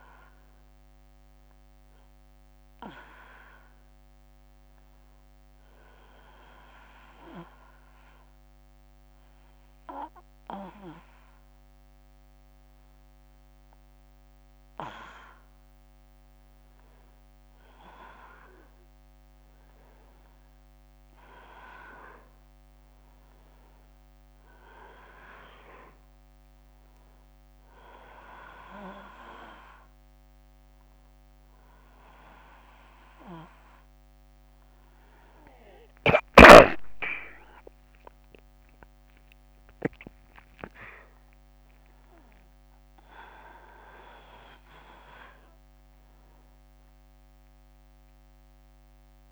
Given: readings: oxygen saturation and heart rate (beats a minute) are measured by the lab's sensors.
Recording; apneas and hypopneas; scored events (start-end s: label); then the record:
breathing in sleep by a microphone on the trachea; 1
4.00-16.50 s: hypopnea (oxygen 98% before, 93% lowest, heart rate 71 before, 60 extreme, up 3 after)
20.50-37.50 s: oxygen desaturation (device-marked, oxygen 97% before, 93% lowest, heart rate 63 before, 62 extreme)
35.50-41.00 s: arousal
From the record:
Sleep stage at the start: N1 (lightest sleep); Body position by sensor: on the back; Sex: male